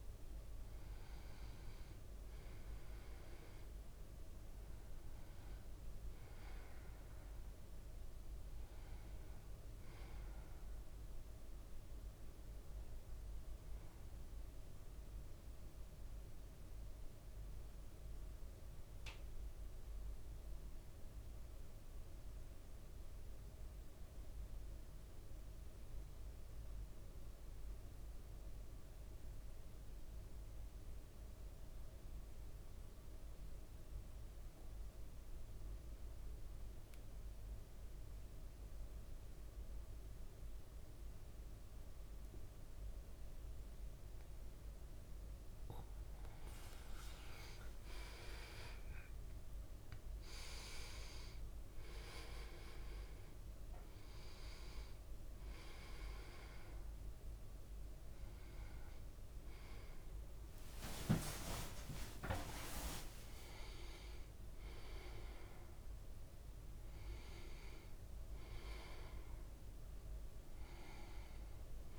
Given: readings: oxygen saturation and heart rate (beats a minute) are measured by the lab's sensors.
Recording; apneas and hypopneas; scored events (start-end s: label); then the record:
a person partly awake in a sleep study, by a room microphone; 1
0.00-3.00 s: arousal
1.00-27.00 s: oxygen desaturation (device-marked, oxygen 99% before, 92% lowest, heart rate 55 before, 51 extreme)
15.00-45.00 s: mixed apnea (oxygen 99% before, 89% lowest, heart rate 56 before, 51 extreme, up 5 after)
46.00-64.00 s: oxygen desaturation (device-marked, oxygen 99% before, 94% lowest, heart rate 55 before, 59 extreme)
47.00-50.00 s: leg movement (device-marked)
47.00-71.99 s: new sleep stage, awake
60.00-63.00 s: leg movement (device-marked)
From the record:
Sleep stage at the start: REM sleep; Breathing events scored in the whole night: 223 in 6.4 hours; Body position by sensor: on the back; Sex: male